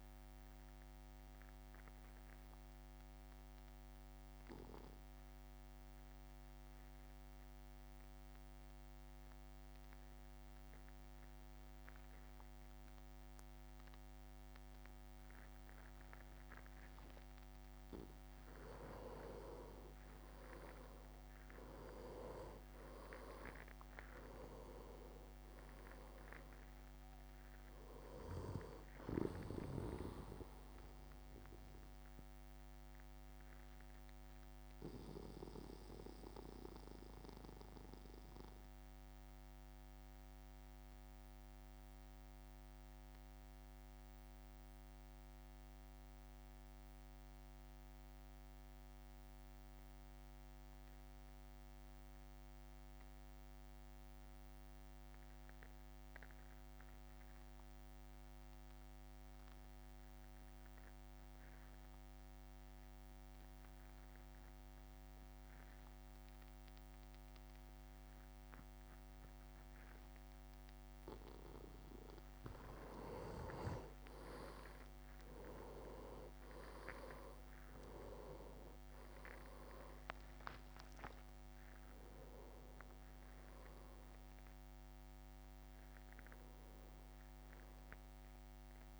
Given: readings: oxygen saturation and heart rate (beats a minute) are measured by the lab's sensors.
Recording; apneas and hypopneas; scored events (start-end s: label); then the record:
breathing in sleep by a microphone on the trachea; 2
1.00-16.00 s: obstructive apnea (oxygen 100% before, 92% lowest, heart rate 54 before, 50 extreme, up 8 after)
19.00-24.00 s: arousal
19.50-21.50 s: leg movement (device-marked)
19.50-33.50 s: drop in pulse transit time (device-marked, heart rate 52 before, 52 extreme)
23.50-35.50 s: oxygen desaturation (device-marked, oxygen 98% before, 94% lowest, heart rate 52 before, 50 extreme)
32.00-71.50 s: mixed apnea (oxygen 98% before, 91% lowest, heart rate 55 before, 45 extreme, up 11 after)
41.50-48.50 s: oxygen desaturation (device-marked, oxygen 96% before, 92% lowest, heart rate 54 before, 46 extreme)
47.50-61.50 s: drop in pulse transit time (device-marked, heart rate 53 before, 54 extreme)
51.00-53.00 s: long interval between heartbeats (device-marked, heart rate 53 before, 64 extreme)
60.50-71.50 s: oxygen desaturation (device-marked, oxygen 100% before, 96% lowest, heart rate 57 before, 45 extreme)
73.00-77.00 s: leg movement (device-marked)
73.50-88.50 s: oxygen desaturation (device-marked, oxygen 97% before, 93% lowest, heart rate 53 before, 52 extreme)
74.50-80.00 s: arousal
77.50-89.00 s: drop in pulse transit time (device-marked, heart rate 51 before, 53 extreme)
79.50-81.50 s: leg movement (device-marked)
From the record:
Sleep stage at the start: N2 (light sleep); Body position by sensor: on the back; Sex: male